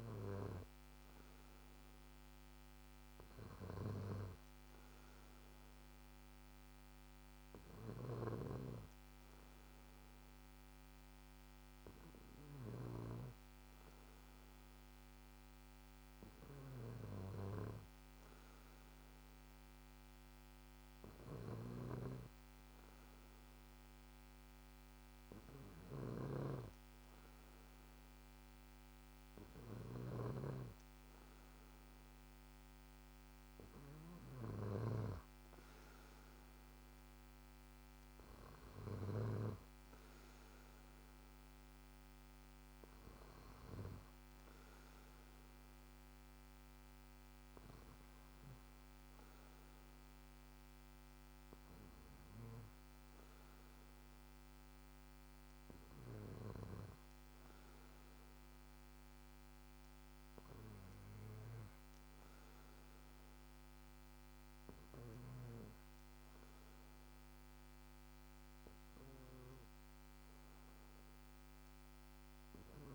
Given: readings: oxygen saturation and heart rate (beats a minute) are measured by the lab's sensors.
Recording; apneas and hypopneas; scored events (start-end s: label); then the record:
breathing in sleep by a microphone on the trachea; none
8.00-35.00 s: snoring (device-marked)
From the record:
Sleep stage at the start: N2 (light sleep); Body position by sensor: on the back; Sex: male